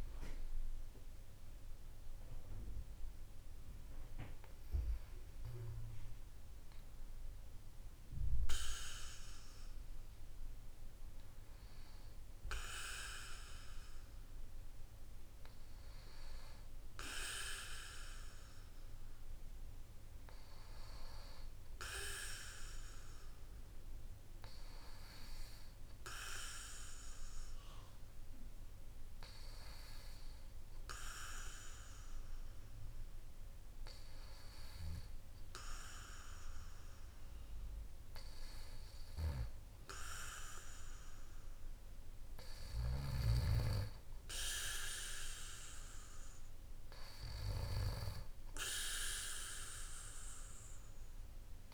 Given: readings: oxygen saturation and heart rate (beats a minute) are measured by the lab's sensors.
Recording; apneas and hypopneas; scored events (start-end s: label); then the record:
breathing in sleep by a room microphone; none
none scored
From the record:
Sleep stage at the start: N2 (light sleep); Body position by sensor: on the back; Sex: male